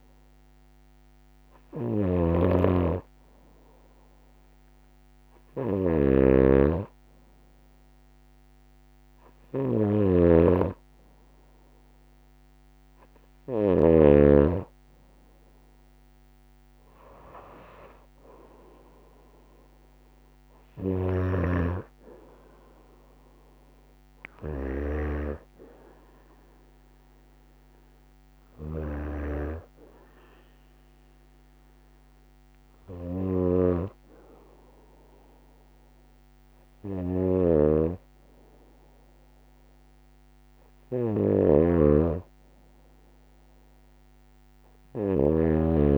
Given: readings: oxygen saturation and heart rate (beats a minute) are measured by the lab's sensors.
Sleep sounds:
breathing in sleep by a microphone on the trachea; none
9.50-13.50 s: snoring (device-marked)
41.00-45.98 s: snoring (device-marked)
From the record:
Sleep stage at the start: N2 (light sleep); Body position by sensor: on the right side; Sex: female

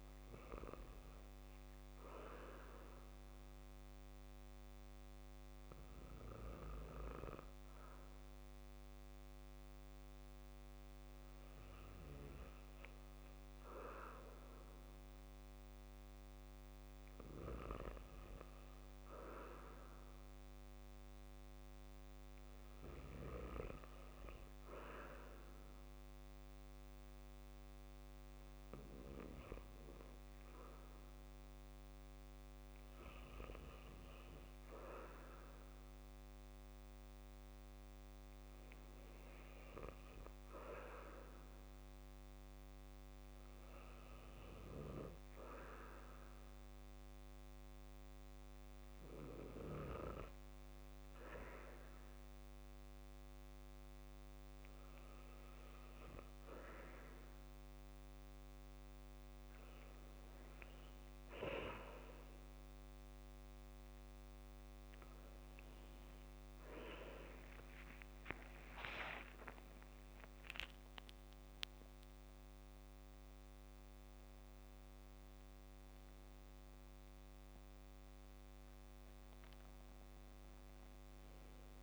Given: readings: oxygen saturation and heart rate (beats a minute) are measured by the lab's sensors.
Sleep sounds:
breathing in sleep by a microphone on the trachea; 1
0.00-6.50 s: oxygen desaturation (device-marked, oxygen 88% lowest, heart rate 67 extreme)
22.50-25.50 s: arousal
30.50-54.00 s: hypopnea (oxygen 94% before, 92% lowest, heart rate 70 before, 68 extreme, up 3 after)
52.50-81.83 s: new sleep stage, N1 (lightest sleep)
68.00-72.50 s: arousal
From the record:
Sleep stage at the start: REM sleep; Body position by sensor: on the back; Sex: male

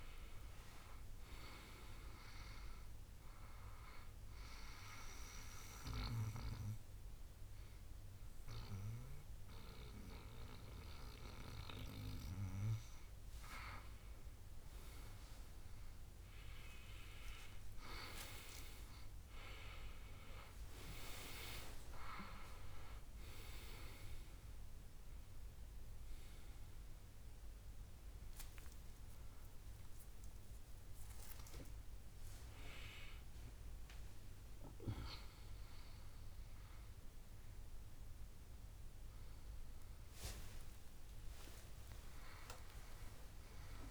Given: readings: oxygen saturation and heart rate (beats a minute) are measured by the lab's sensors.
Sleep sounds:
breathing in sleep by a room microphone; 1
0.00-2.50 s: arousal
4.50-15.50 s: obstructive apnea (oxygen 98% before, 95% lowest, heart rate 74 before, 63 extreme, up 13 after)
17.50-21.50 s: arousal
41.50-43.91 s: arousal
From the record:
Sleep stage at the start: N2 (light sleep); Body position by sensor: on the back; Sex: male

